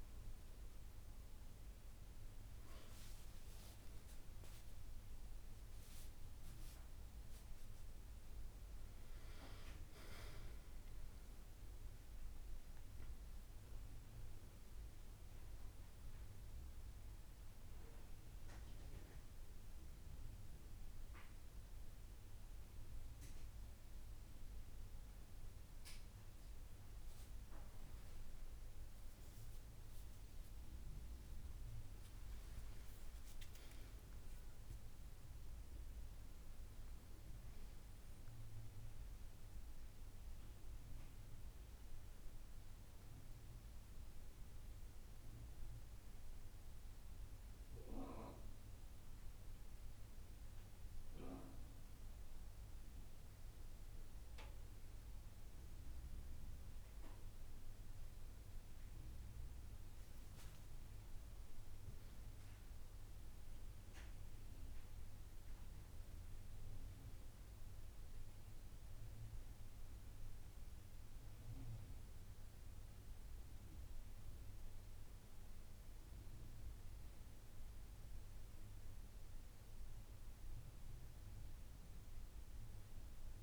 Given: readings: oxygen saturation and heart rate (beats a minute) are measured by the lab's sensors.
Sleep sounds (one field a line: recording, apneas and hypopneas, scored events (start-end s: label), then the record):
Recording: a person partly awake in a sleep study, hard to hear, by a room microphone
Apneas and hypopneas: 2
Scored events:
12.50-83.42 s: new sleep stage, N2 (light sleep)
13.00-27.50 s: central apnea (oxygen 95% before, 94% lowest)
28.50-32.50 s: arousal
44.00-54.50 s: central apnea (oxygen 96% before, 94% lowest)
56.00-60.50 s: arousal
From the record:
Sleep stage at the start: awake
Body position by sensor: on the back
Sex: female